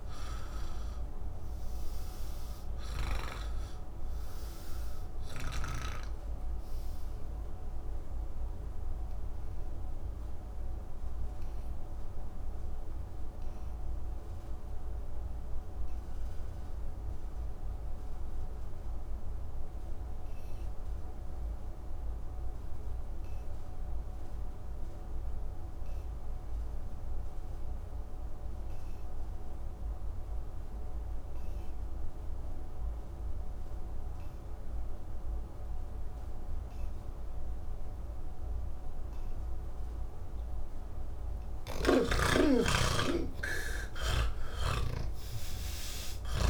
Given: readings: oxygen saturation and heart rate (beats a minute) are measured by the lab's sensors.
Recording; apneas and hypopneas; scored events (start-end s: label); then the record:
breathing in sleep by a room microphone; 1
0.00-20.50 s: oxygen desaturation (device-marked, oxygen 85% lowest, heart rate 28 extreme)
6.50-41.00 s: obstructive apnea (oxygen 96% before, 80% lowest, heart rate 83 before, 68 extreme, up 23 after)
30.50-46.50 s: oxygen desaturation (device-marked, oxygen 98% before, 80% lowest, heart rate 129 before, 68 extreme)
44.00-46.50 s: snoring (device-marked)
From the record:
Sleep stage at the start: N2 (light sleep); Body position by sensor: on the back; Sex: male